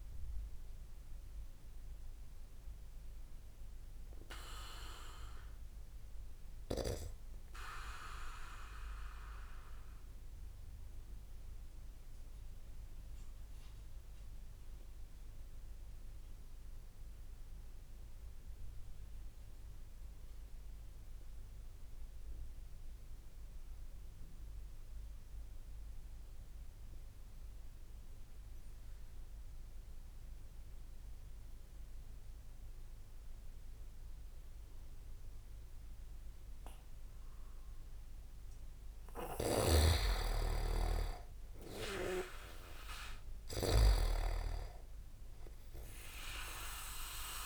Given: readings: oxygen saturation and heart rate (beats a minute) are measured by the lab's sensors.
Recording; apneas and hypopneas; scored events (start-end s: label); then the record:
breathing in sleep by a room microphone; 1
2.00-37.00 s: obstructive apnea (oxygen 98% before, 91% lowest)
34.50-47.46 s: oxygen desaturation (device-marked, oxygen 99% before, 92% lowest)
39.50-43.00 s: arousal
39.50-47.46 s: snoring (device-marked)
From the record:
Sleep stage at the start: N2 (light sleep); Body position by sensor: on the back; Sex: male